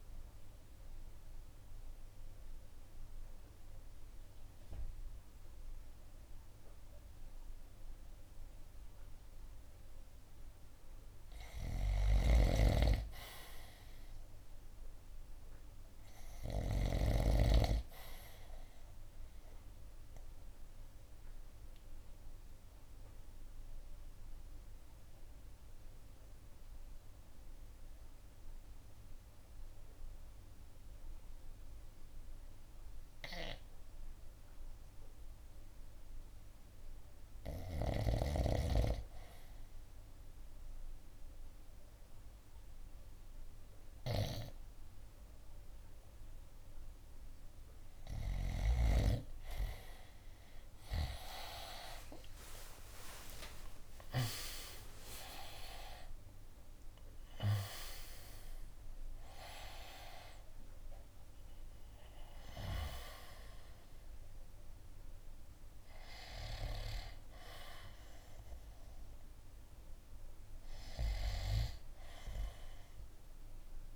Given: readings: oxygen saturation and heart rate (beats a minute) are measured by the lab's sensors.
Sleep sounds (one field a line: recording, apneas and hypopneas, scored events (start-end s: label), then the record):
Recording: breathing in sleep by a room microphone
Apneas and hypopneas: 2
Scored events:
0.50-11.00 s: obstructive apnea (oxygen 94% before, 77% lowest, heart rate 67 before, 59 extreme, up 13 after)
9.00-27.00 s: oxygen desaturation (device-marked, oxygen 92% before, 81% lowest, heart rate 67 before, 59 extreme)
12.00-17.00 s: snoring (device-marked)
13.00-17.00 s: arousal
20.50-36.50 s: obstructive apnea (oxygen 92% before, 77% lowest, heart rate 69 before, 59 extreme, up 4 after)
33.00-44.00 s: oxygen desaturation (device-marked, oxygen 90% before, 83% lowest, heart rate 68 before, 62 extreme)
39.00-42.00 s: arousal
46.00-73.96 s: new sleep stage, N2 (light sleep)
49.00-73.96 s: oxygen desaturation (device-marked, oxygen 92% before, 77% lowest, heart rate 62 before, 71 extreme)
52.00-67.00 s: drop in pulse transit time (device-marked, heart rate 63 before, 73 extreme)
53.00-58.50 s: arousal
From the record:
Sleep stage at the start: REM sleep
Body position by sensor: on the right side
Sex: male